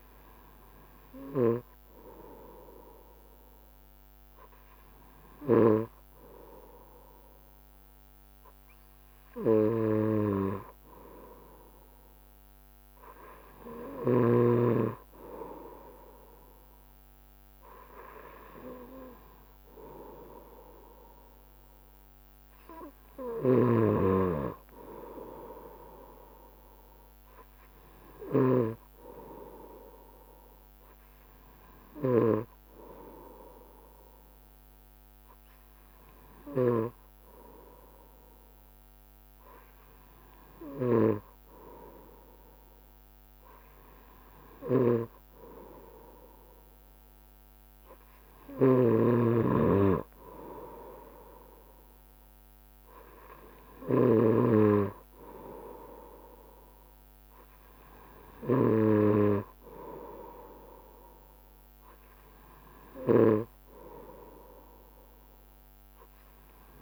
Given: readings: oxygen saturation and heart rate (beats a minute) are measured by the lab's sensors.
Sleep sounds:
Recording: breathing in sleep by a microphone on the trachea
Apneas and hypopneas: 1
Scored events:
27.00-30.50 s: arousal
33.00-46.00 s: obstructive apnea (oxygen 95% before, 94% lowest, heart rate 69 before, 66 extreme, up 2 after)
44.50-59.00 s: snoring (device-marked)
47.50-51.00 s: arousal
From the record:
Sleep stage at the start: N2 (light sleep)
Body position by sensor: on the right side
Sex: male

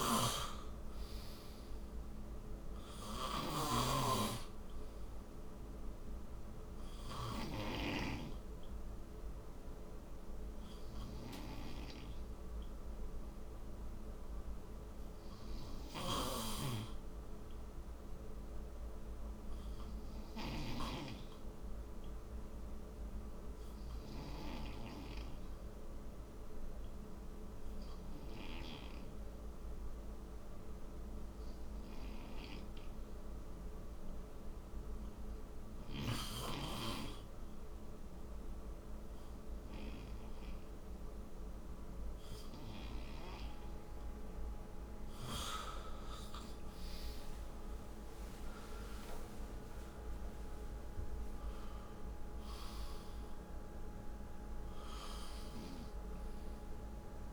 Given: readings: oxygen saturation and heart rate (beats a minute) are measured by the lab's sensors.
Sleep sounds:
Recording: breathing in sleep by a room microphone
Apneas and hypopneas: 1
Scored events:
0.00-1.00 s: arousal
0.00-7.50 s: snoring (device-marked)
0.00-22.50 s: oxygen desaturation (device-marked, oxygen 93% lowest, heart rate 60 extreme)
22.50-45.00 s: hypopnea (oxygen 96% before, 92% lowest, heart rate 64 before, 57 extreme, up 11 after)
39.50-57.32 s: oxygen desaturation (device-marked, oxygen 95% before, 92% lowest, heart rate 65 before, 57 extreme)
46.00-50.00 s: arousal
From the record:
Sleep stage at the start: N2 (light sleep)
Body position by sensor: on the front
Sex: male

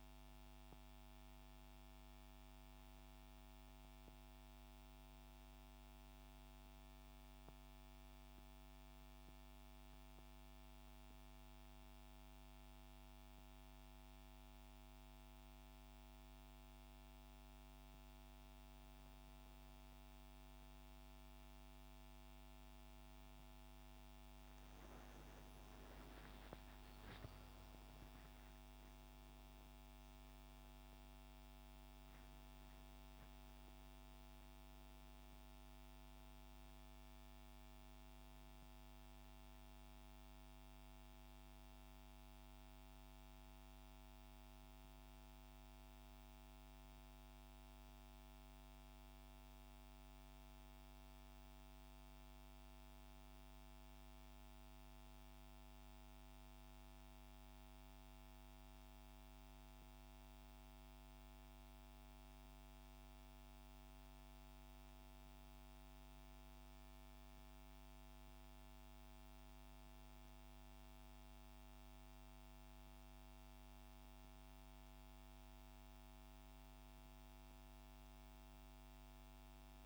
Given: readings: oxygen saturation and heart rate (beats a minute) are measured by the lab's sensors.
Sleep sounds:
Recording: breathing in sleep, hard to hear, by a microphone on the trachea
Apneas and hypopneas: 2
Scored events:
6.50-17.50 s: central apnea (oxygen 98% before, 94% lowest, heart rate 77 before, 65 extreme, up 7 after)
10.00-79.86 s: new sleep stage, N2 (light sleep)
18.50-22.50 s: arousal
23.00-36.00 s: oxygen desaturation (device-marked, oxygen 97% before, 94% lowest, heart rate 68 before, 67 extreme)
48.00-74.00 s: hypopnea (oxygen 97% before, 93% lowest, heart rate 79 before, 65 extreme, up 5 after)
76.00-79.86 s: arousal
From the record:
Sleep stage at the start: N1 (lightest sleep)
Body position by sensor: on the back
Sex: male

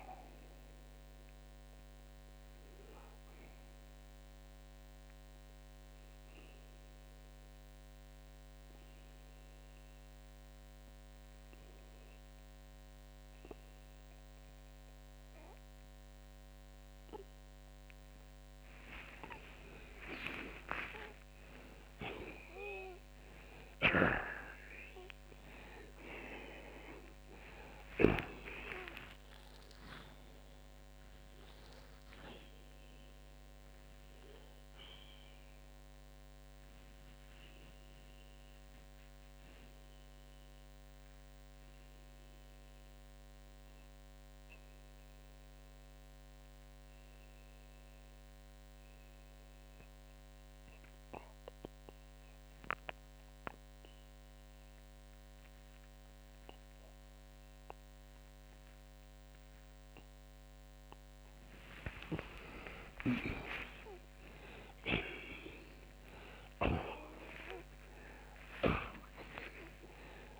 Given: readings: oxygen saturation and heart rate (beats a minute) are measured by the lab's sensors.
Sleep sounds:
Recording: breathing in sleep by a microphone on the trachea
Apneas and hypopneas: 2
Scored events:
1.50-17.50 s: obstructive apnea (oxygen 91% before, 74% lowest, heart rate 118 before, 74 extreme, up 10 after)
5.00-16.00 s: oxygen desaturation (device-marked, oxygen 88% before, 74% lowest, heart rate 106 before, 74 extreme)
20.00-25.00 s: arousal
23.00-28.00 s: snoring (device-marked)
35.00-61.50 s: mixed apnea (oxygen 93% before, 80% lowest, heart rate 81 before, 64 extreme)
37.00-60.00 s: oxygen desaturation (device-marked, oxygen 90% before, 81% lowest, heart rate 81 before, 64 extreme)
63.50-69.50 s: arousal
From the record:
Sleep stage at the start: N2 (light sleep)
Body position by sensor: on the back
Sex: male

